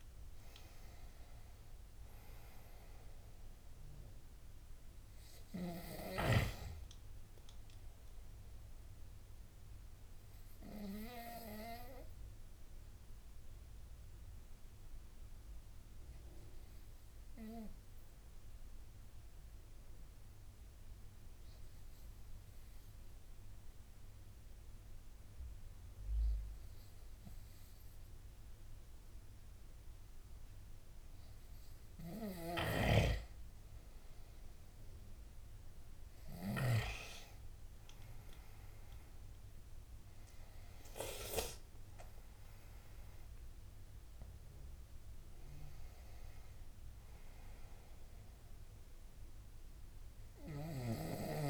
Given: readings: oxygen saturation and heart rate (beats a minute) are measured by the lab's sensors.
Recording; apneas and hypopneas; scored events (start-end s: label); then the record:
breathing in sleep by a room microphone; 1
0.00-8.50 s: oxygen desaturation (device-marked, oxygen 92% lowest, heart rate 68 extreme)
10.50-33.00 s: obstructive apnea (oxygen 98% before, 92% lowest, heart rate 78 before, 68 extreme, up 7 after)
35.50-39.50 s: arousal
36.50-51.50 s: oxygen desaturation (device-marked, oxygen 98% before, 93% lowest, heart rate 74 before, 73 extreme)
From the record:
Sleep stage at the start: N2 (light sleep); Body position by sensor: on the right side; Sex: male